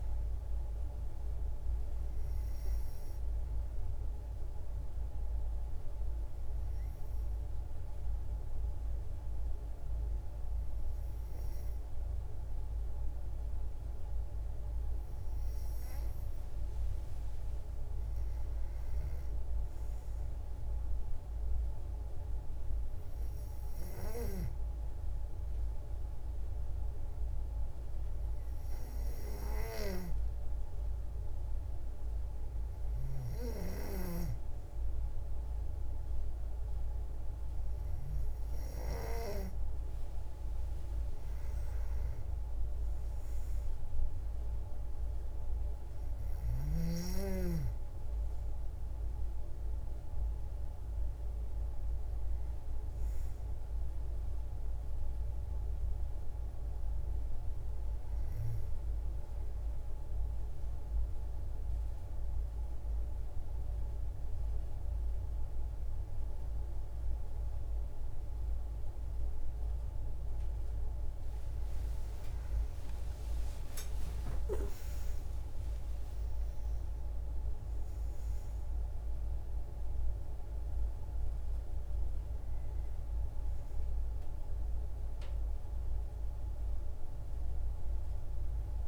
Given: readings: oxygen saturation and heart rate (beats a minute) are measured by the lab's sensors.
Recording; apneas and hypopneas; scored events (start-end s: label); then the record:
breathing in sleep, hard to hear, by a room microphone; 3
4.50-15.50 s: hypopnea (oxygen 96% before, 93% lowest, heart rate 73 before, 52 extreme, up 20 after)
19.00-21.50 s: arousal
26.50-38.00 s: hypopnea (oxygen 96% before, 93% lowest, heart rate 60 before, 52 extreme, up 1 after)
41.00-44.00 s: arousal
59.00-69.50 s: obstructive apnea (oxygen 95% before, 93% lowest, heart rate 57 before, 55 extreme, up 40 after)
72.00-76.00 s: arousal
From the record:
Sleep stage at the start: N2 (light sleep); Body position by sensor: on the back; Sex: female